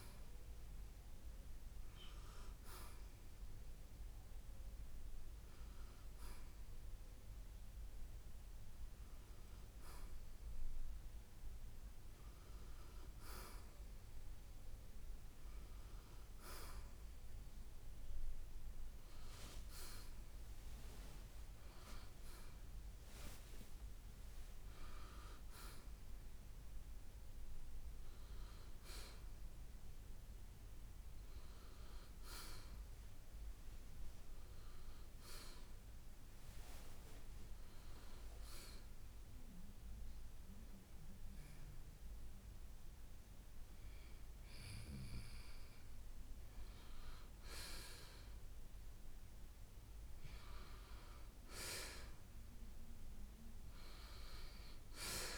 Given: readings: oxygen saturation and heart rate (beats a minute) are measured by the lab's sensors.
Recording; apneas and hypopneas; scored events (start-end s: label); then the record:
a person partly awake in a sleep study, by a room microphone; none
18.50-26.50 s: oxygen desaturation (device-marked, oxygen 90% before, 84% lowest, heart rate 86 before, 61 extreme)
23.50-53.50 s: new sleep stage, N1 (lightest sleep)
53.50-55.38 s: new sleep stage, N2 (light sleep)
From the record:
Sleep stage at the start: awake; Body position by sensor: on the right side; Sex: male